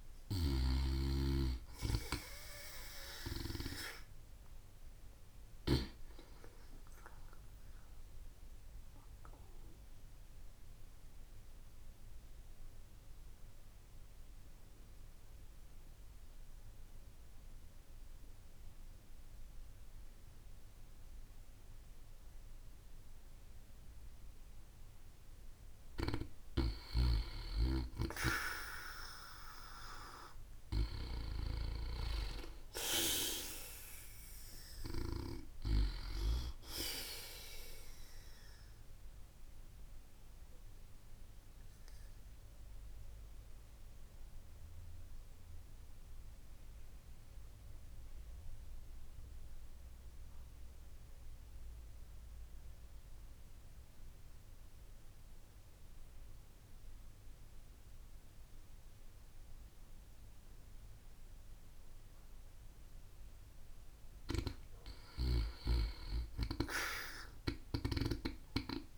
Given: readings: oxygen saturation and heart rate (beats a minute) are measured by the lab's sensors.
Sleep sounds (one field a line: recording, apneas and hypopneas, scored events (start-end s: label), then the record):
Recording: breathing in sleep by a room microphone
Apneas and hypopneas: 2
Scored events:
7.50-25.50 s: obstructive apnea (oxygen 96% before, 91% lowest)
28.50-33.00 s: arousal
39.00-63.00 s: obstructive apnea (oxygen 95% before, 91% lowest)
66.00-68.98 s: arousal
From the record:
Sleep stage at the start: N2 (light sleep)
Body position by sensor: on the back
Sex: female